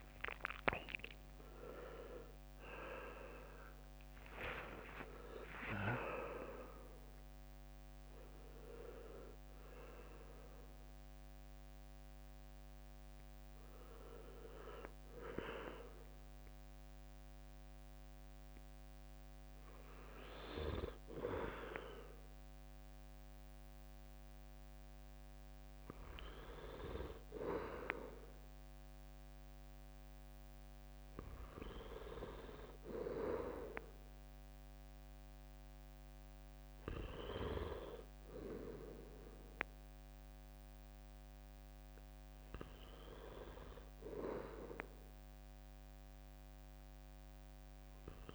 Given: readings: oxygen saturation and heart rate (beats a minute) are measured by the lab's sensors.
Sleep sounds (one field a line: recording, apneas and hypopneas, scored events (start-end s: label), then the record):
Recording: breathing in sleep by a microphone on the trachea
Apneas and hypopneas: none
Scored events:
0.00-1.50 s: arousal
0.00-16.00 s: drop in pulse transit time (device-marked, heart rate 74 extreme)
From the record:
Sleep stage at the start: N2 (light sleep)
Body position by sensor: on the right side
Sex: male